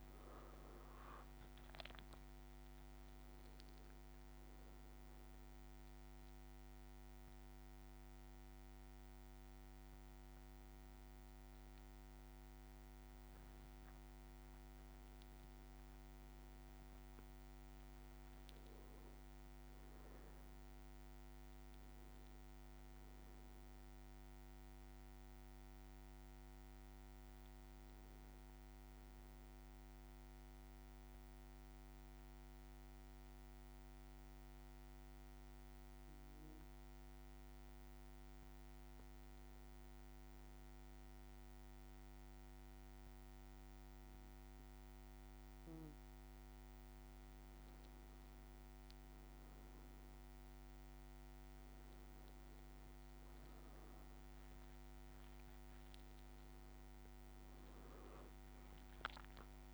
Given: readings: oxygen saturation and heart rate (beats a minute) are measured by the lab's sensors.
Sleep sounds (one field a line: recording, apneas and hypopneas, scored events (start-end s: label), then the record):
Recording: breathing in sleep, hard to hear, by a microphone on the trachea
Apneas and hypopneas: 1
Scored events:
0.00-2.00 s: arousal
12.50-18.00 s: leg movement (device-marked)
31.50-46.50 s: hypopnea (oxygen 99% before, 95% lowest, heart rate 58 before, 55 extreme, up 3 after)
49.00-53.00 s: arousal
From the record:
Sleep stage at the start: N1 (lightest sleep)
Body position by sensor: on the back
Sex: male